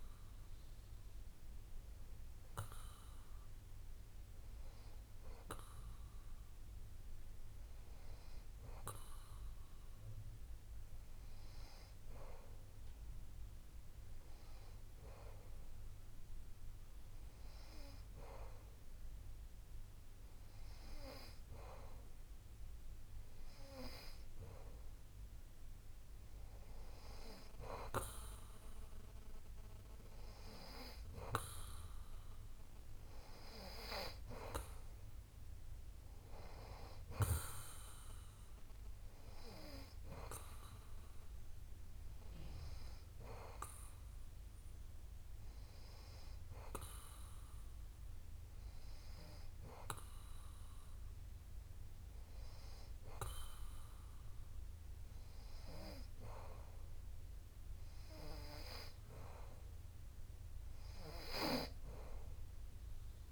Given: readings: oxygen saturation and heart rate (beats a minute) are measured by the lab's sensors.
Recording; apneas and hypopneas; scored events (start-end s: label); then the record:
breathing in sleep by a room microphone; 1
4.00-23.50 s: hypopnea (oxygen 96% before, 91% lowest)
From the record:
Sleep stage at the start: N2 (light sleep); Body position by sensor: on the back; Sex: male